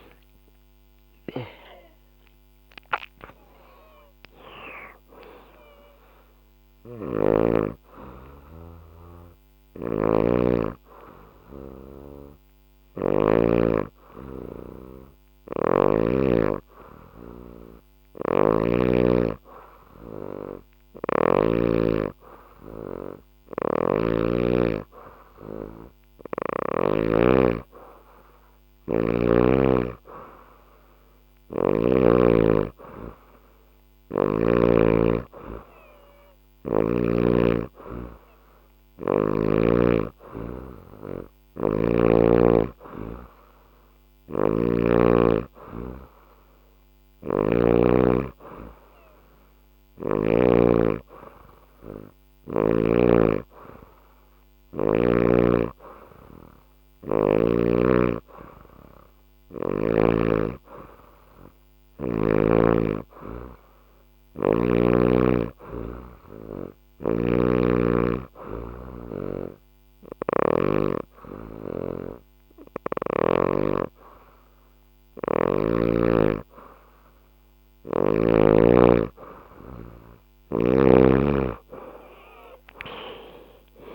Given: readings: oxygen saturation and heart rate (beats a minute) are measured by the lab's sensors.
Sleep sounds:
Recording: breathing in sleep by a microphone on the trachea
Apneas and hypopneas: 1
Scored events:
1.50-5.00 s: arousal
7.00-23.00 s: hypopnea (oxygen 97% before, 91% lowest, heart rate 70 before, 61 extreme, up 7 after)
9.00-13.00 s: snoring (device-marked)
17.50-21.00 s: snoring (device-marked)
22.00-41.00 s: oxygen desaturation (device-marked, oxygen 96% before, 91% lowest, heart rate 69 before, 66 extreme)
23.00-26.50 s: snoring (device-marked)
25.00-28.50 s: arousal
43.50-50.00 s: snoring (device-marked)
69.50-73.00 s: snoring (device-marked)
From the record:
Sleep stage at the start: N2 (light sleep)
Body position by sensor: on the back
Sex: female

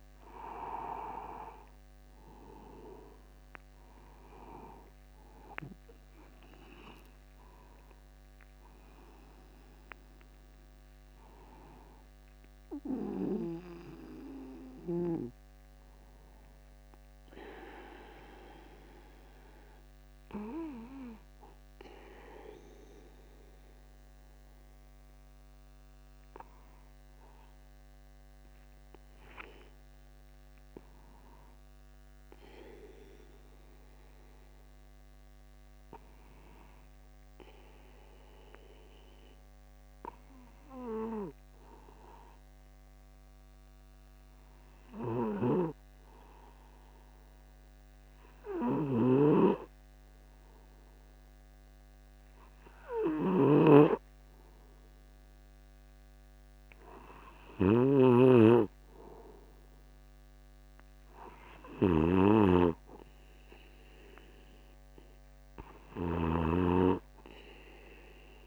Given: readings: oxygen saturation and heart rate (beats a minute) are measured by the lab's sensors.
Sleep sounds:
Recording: breathing in sleep by a microphone on the trachea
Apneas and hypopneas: 1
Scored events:
0.00-1.50 s: arousal
25.50-29.50 s: arousal
33.00-55.00 s: obstructive apnea (oxygen 97% before, 94% lowest, heart rate 51 before, 49 extreme, up 1 after)
45.50-68.47 s: snoring (device-marked)
58.00-62.00 s: arousal
From the record:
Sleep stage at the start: N2 (light sleep)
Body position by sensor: upright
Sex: male

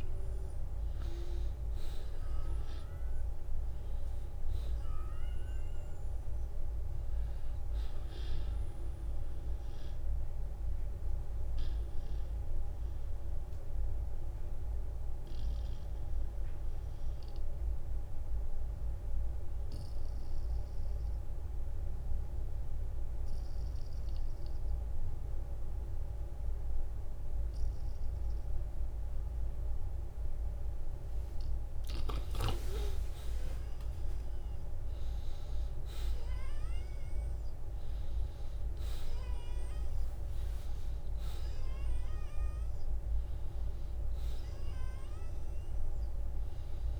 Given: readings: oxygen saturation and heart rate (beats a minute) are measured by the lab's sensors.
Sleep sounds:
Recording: breathing in sleep, hard to hear, by a room microphone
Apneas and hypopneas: 1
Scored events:
12.00-31.00 s: obstructive apnea (oxygen 98% before, 87% lowest, heart rate 60 before, 37 extreme, up 12 after)
18.50-33.50 s: oxygen desaturation (device-marked, oxygen 95% before, 88% lowest, heart rate 56 before, 49 extreme)
32.50-38.00 s: arousal
From the record:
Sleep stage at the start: N2 (light sleep)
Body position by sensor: on the back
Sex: male

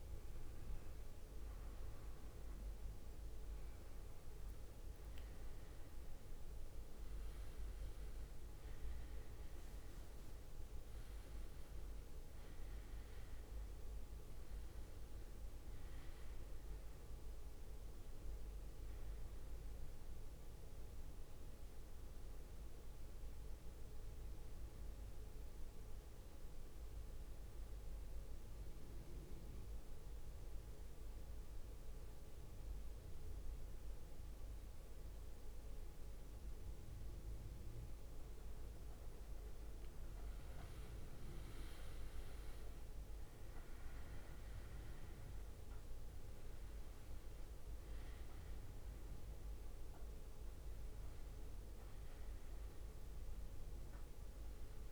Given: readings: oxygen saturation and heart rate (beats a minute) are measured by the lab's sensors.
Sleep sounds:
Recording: breathing in sleep, hard to hear, by a room microphone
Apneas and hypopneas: 1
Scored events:
18.50-22.50 s: arousal
27.00-39.50 s: central apnea (oxygen 98% before, 94% lowest, heart rate 65 before, 55 extreme, up 13 after)
39.00-54.92 s: oxygen desaturation (device-marked, oxygen 98% before, 94% lowest, heart rate 60 before, 63 extreme)
41.00-45.50 s: arousal
From the record:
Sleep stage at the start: N2 (light sleep)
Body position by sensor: on the back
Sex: male

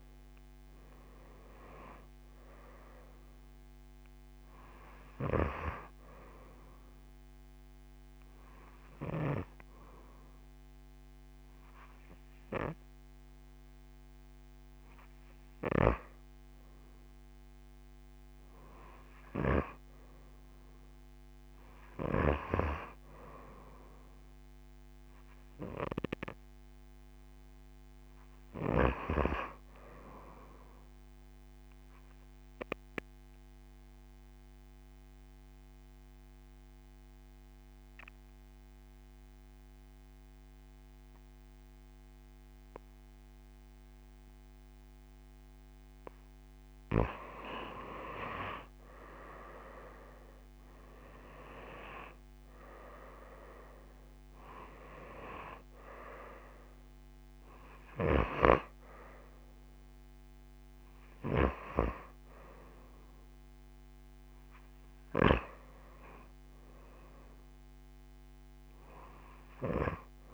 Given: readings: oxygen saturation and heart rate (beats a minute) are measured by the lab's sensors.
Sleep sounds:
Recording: breathing in sleep by a microphone on the trachea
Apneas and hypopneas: 2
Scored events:
0.00-14.00 s: oxygen desaturation (device-marked, oxygen 87% lowest)
5.00-16.00 s: obstructive apnea (oxygen 97% before, 87% lowest)
18.50-22.50 s: arousal
31.00-46.00 s: obstructive apnea (oxygen 98% before, 88% lowest)
40.00-70.00 s: oxygen desaturation (device-marked, oxygen 95% before, 88% lowest)
48.00-52.00 s: arousal
From the record:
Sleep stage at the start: N2 (light sleep)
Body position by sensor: on the right side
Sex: female

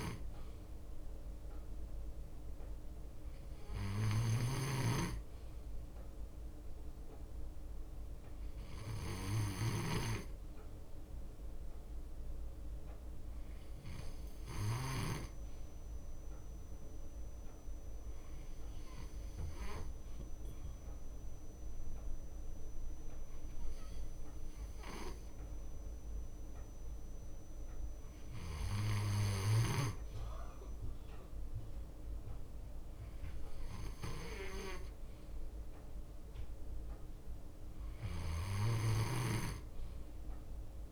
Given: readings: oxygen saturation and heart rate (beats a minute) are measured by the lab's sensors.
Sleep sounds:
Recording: breathing in sleep by a room microphone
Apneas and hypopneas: none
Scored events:
0.00-40.92 s: bradycardia (device-marked, heart rate 57 extreme)
From the record:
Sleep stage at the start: N2 (light sleep)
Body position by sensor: on the left side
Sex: male

